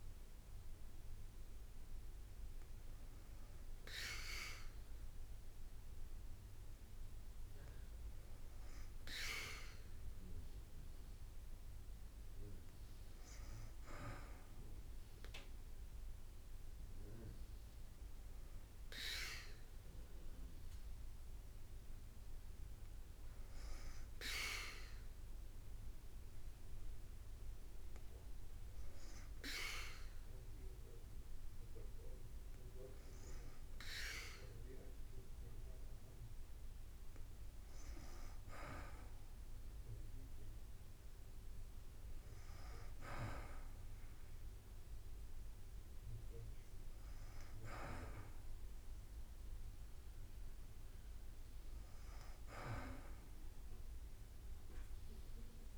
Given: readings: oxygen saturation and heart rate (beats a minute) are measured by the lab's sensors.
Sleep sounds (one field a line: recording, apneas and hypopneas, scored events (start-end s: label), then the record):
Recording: breathing in sleep by a room microphone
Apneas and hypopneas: none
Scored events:
0.00-9.00 s: drop in pulse transit time (device-marked, heart rate 43 extreme)
3.00-5.00 s: long interval between heartbeats (device-marked, heart rate 52 before, 53 extreme)
From the record:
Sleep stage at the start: N2 (light sleep)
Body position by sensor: on the back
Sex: female